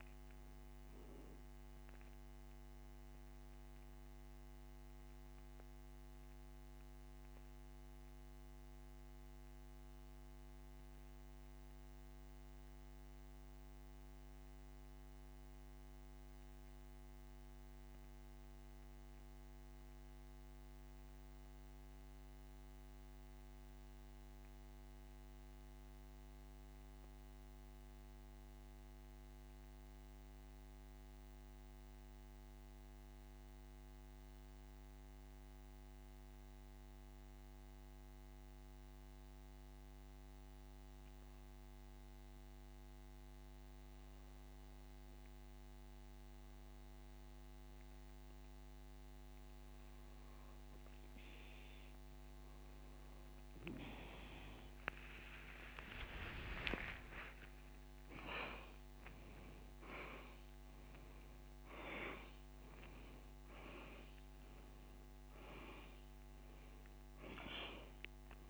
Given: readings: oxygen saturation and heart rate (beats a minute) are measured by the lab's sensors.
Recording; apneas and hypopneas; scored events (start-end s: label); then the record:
breathing in sleep by a microphone on the trachea; 1
0.00-5.50 s: oxygen desaturation (device-marked, oxygen 92% lowest, heart rate 57 extreme)
5.00-51.00 s: mixed apnea (oxygen 97% before, 83% lowest, heart rate 93 before, 50 extreme, up 10 after)
23.50-40.50 s: oxygen desaturation (device-marked, oxygen 92% before, 83% lowest, heart rate 77 before, 50 extreme)
53.50-57.50 s: arousal
58.50-68.50 s: oxygen desaturation (device-marked, oxygen 98% before, 86% lowest, heart rate 66 before, 57 extreme)
From the record:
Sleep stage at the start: N2 (light sleep); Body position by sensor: on the back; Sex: male